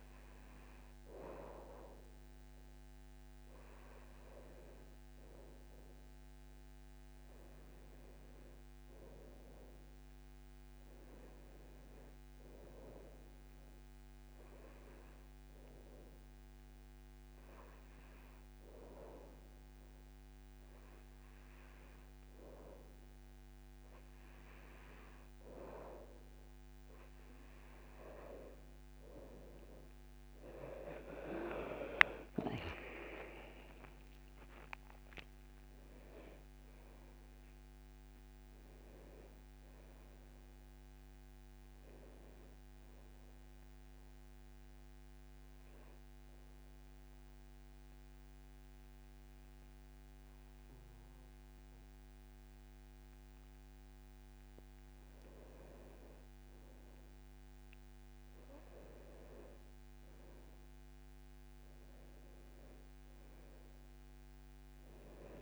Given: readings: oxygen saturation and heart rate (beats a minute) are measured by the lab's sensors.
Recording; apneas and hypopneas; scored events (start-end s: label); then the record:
breathing in sleep by a microphone on the trachea; 2
6.00-9.50 s: arousal
14.50-27.00 s: hypopnea (oxygen 98% before, 93% lowest, heart rate 76 before, 70 extreme, up 19 after)
30.00-34.50 s: arousal
36.00-53.00 s: oxygen desaturation (device-marked, oxygen 97% before, 93% lowest, heart rate 77 before, 65 extreme)
44.00-54.50 s: obstructive apnea (oxygen 97% before, 93% lowest, heart rate 82 before, 65 extreme, up 9 after)
From the record:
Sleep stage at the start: N2 (light sleep); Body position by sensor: on the back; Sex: male